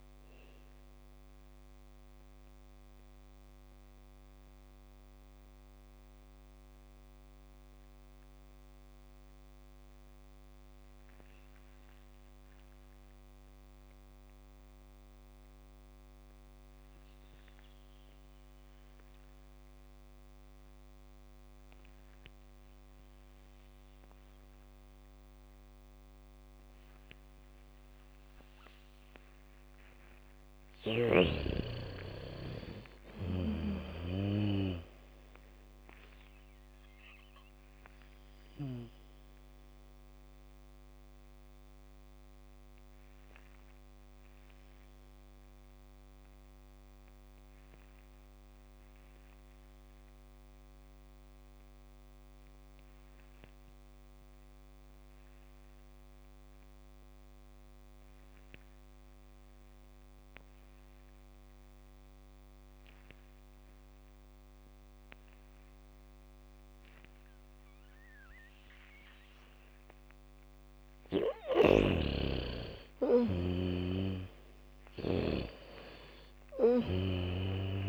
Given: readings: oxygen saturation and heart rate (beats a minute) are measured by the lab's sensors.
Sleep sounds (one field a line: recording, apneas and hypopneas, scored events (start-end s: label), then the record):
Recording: breathing in sleep by a microphone on the trachea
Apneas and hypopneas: 2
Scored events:
0.00-12.00 s: oxygen desaturation (device-marked, oxygen 83% lowest, heart rate 45 extreme)
3.50-29.00 s: mixed apnea (oxygen 99% before, 82% lowest, heart rate 65 before, 45 extreme, up 7 after)
25.00-64.00 s: oxygen desaturation (device-marked, oxygen 99% before, 82% lowest, heart rate 74 before, 45 extreme)
31.00-38.00 s: bradycardia (device-marked, heart rate 71 before, 45 extreme)
31.50-35.00 s: arousal
42.00-70.50 s: obstructive apnea (oxygen 99% before, 79% lowest, heart rate 60 before, 46 extreme)
68.00-77.00 s: bradycardia (device-marked, heart rate 70 before, 47 extreme)
70.00-77.89 s: oxygen desaturation (device-marked, oxygen 98% before, 79% lowest, heart rate 70 before, 46 extreme)
72.50-76.50 s: arousal
From the record:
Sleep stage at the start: N2 (light sleep)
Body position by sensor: on the back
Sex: female